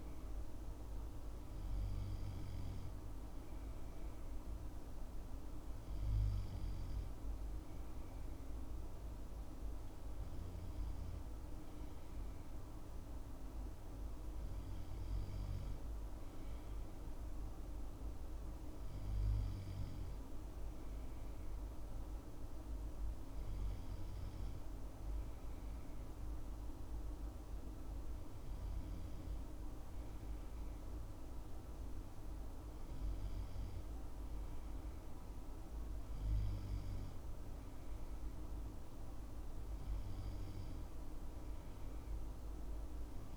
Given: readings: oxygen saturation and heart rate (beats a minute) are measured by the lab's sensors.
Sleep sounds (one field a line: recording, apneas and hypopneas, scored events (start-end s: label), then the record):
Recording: breathing in sleep, hard to hear, by a room microphone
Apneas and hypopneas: none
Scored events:
none scored
From the record:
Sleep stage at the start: N2 (light sleep)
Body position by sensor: on the left side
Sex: male